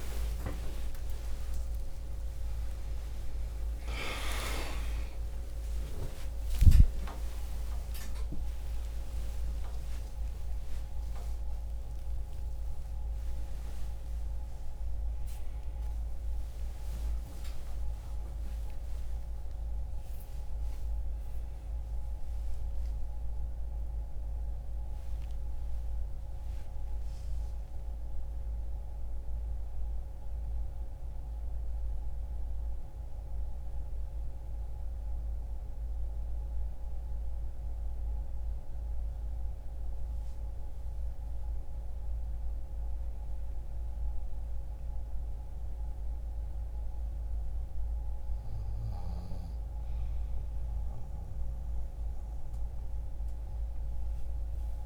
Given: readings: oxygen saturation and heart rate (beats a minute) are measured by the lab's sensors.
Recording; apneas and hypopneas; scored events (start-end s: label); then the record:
a person partly awake in a sleep study, by a room microphone; none
0.00-7.00 s: oxygen desaturation (device-marked, oxygen 86% lowest)
19.00-54.86 s: new sleep stage, N1 (lightest sleep)
44.00-54.86 s: oxygen desaturation (device-marked, oxygen 97% before, 89% lowest, heart rate 37 before, 59 extreme)
From the record:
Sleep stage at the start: awake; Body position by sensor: on the left side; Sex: male